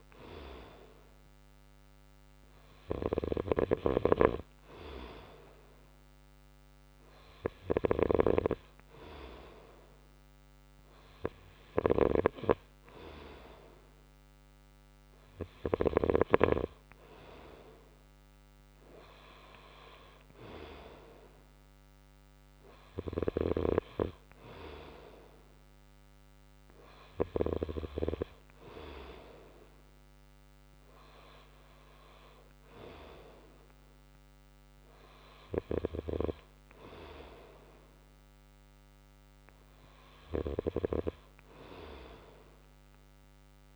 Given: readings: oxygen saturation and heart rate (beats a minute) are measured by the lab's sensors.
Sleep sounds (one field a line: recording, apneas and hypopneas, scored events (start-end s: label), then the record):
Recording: breathing in sleep by a microphone on the trachea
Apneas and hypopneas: none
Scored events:
0.00-3.50 s: snoring (device-marked)
From the record:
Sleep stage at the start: N2 (light sleep)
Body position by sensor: on the right side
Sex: male